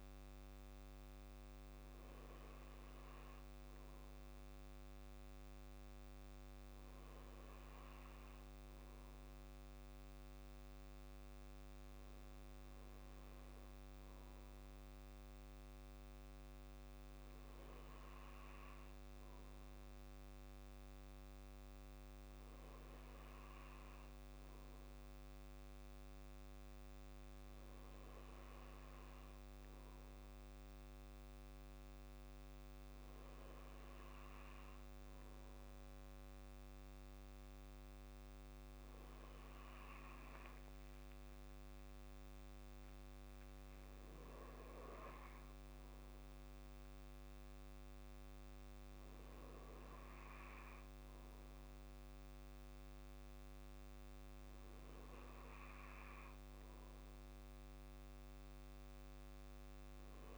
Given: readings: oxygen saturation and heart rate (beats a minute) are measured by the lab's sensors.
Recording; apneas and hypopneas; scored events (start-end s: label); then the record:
breathing in sleep, hard to hear, by a microphone on the trachea; none
none scored
From the record:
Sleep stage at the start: N2 (light sleep); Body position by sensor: on the back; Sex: male